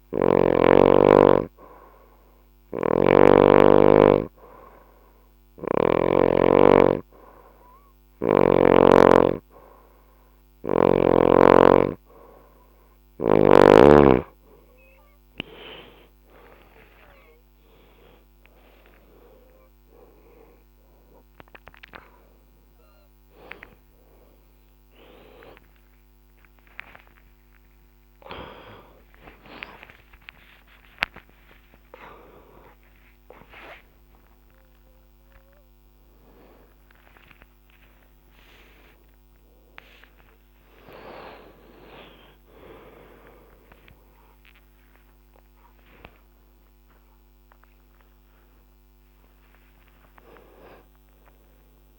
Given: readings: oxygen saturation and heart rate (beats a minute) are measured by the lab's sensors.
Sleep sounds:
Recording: a person partly awake in a sleep study, by a microphone on the trachea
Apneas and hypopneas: none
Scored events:
0.00-3.50 s: oxygen desaturation (device-marked, oxygen 91% lowest, heart rate 64 extreme)
31.50-51.99 s: new sleep stage, awake
From the record:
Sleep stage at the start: N2 (light sleep)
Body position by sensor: on the back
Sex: female

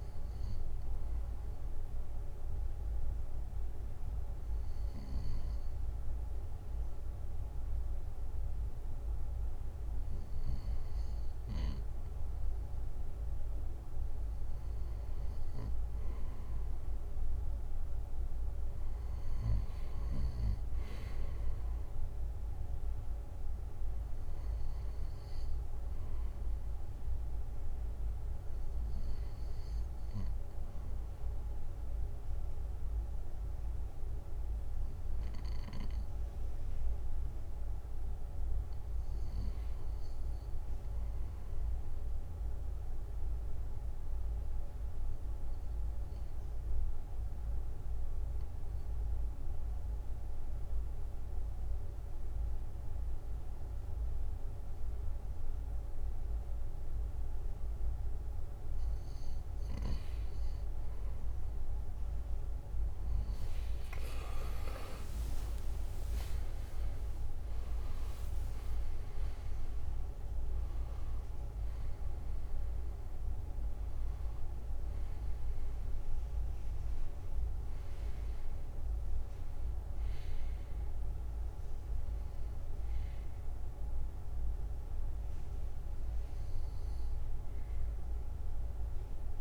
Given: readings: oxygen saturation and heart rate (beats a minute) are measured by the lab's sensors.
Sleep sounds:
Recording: breathing in sleep, hard to hear, by a room microphone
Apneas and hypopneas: 1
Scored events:
33.00-37.50 s: arousal
42.50-59.00 s: obstructive apnea (oxygen 97% before, 90% lowest, heart rate 58 before, 54 extreme, up 9 after)
64.00-69.50 s: arousal
64.50-68.50 s: leg movement (device-marked)
66.50-89.41 s: oxygen desaturation (device-marked, oxygen 95% before, 90% lowest, heart rate 57 before, 56 extreme)
74.50-83.50 s: drop in pulse transit time (device-marked, heart rate 63 before, 65 extreme)
From the record:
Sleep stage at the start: N2 (light sleep)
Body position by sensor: on the right side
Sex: male

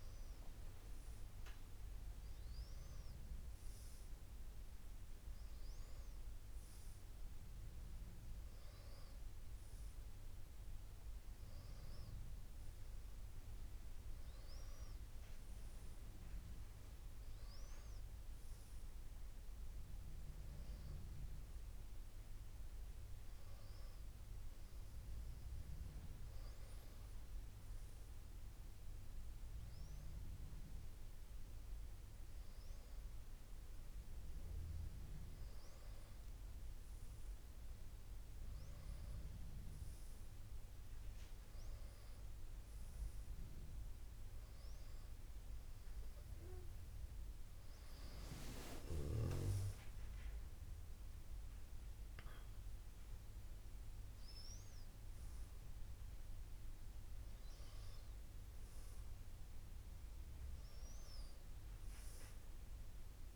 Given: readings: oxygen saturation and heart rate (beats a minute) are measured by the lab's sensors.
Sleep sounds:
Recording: breathing in sleep, hard to hear, by a room microphone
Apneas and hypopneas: none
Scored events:
60.00-63.36 s: new sleep stage, N1 (lightest sleep)
From the record:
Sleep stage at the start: N2 (light sleep)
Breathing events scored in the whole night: 264 in 3.9 hours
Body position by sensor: on the back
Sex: female

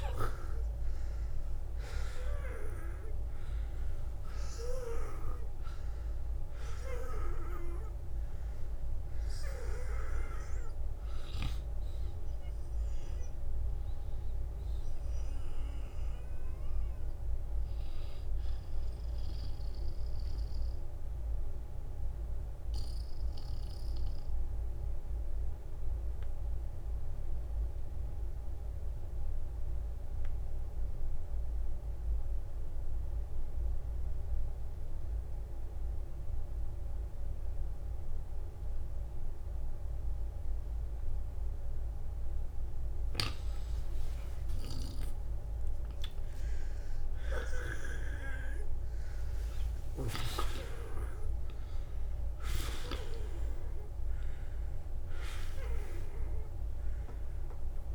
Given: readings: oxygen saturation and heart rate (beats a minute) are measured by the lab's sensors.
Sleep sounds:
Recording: breathing in sleep by a room microphone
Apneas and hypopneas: 1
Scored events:
0.00-6.50 s: oxygen desaturation (device-marked, oxygen 91% lowest, heart rate 49 extreme)
16.50-38.50 s: oxygen desaturation (device-marked, oxygen 92% before, 85% lowest, heart rate 60 before, 43 extreme)
21.00-41.00 s: obstructive apnea (oxygen 95% before, 85% lowest, heart rate 64 before, 43 extreme, up 41 after)
30.00-32.00 s: long interval between heartbeats (device-marked, heart rate 62 before, 66 extreme)
35.00-37.00 s: long interval between heartbeats (device-marked, heart rate 61 before, 54 extreme)
43.00-47.50 s: arousal
43.50-45.50 s: long interval between heartbeats (device-marked, heart rate 55 before, 72 extreme)
49.00-51.00 s: long interval between heartbeats (device-marked, heart rate 60 before, 73 extreme)
55.00-57.00 s: long interval between heartbeats (device-marked, heart rate 64 before, 82 extreme)
From the record:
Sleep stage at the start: N2 (light sleep)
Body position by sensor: on the back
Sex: male

